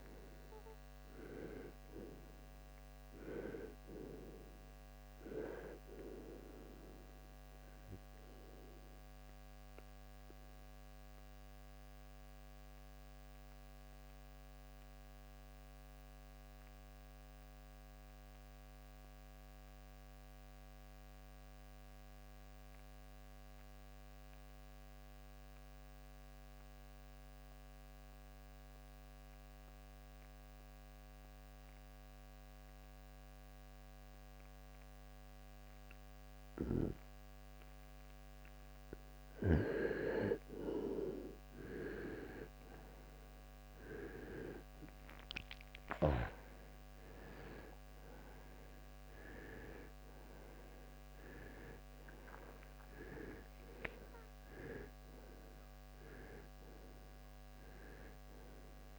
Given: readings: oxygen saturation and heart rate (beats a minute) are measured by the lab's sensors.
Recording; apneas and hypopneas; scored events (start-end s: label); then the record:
breathing in sleep by a microphone on the trachea; 1
0.00-35.50 s: oxygen desaturation (device-marked, oxygen 85% lowest, heart rate 53 extreme)
8.00-38.00 s: obstructive apnea (oxygen 96% before, 82% lowest, heart rate 66 before, 54 extreme, up 10 after)
41.00-46.00 s: arousal
41.50-58.99 s: new sleep stage, REM sleep
From the record:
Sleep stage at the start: N2 (light sleep); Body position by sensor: on the right side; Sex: male